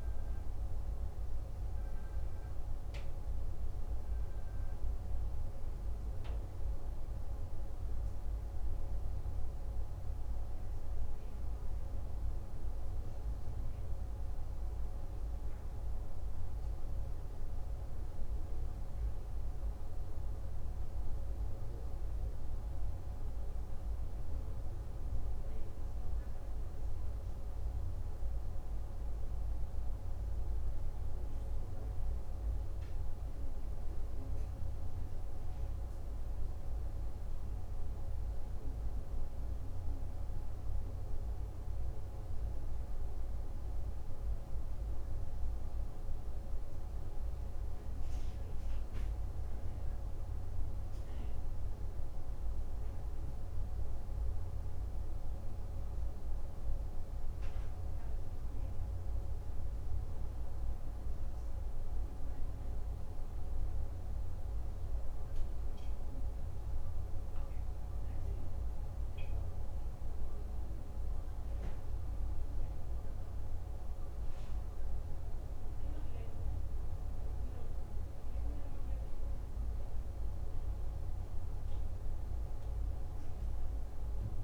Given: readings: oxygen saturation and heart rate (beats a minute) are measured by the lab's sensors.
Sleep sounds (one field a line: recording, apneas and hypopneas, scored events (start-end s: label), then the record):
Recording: breathing in sleep, hard to hear, by a room microphone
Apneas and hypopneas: none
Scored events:
57.00-84.44 s: new sleep stage, N2 (light sleep)
From the record:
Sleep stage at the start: N1 (lightest sleep)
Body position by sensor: on the right side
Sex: male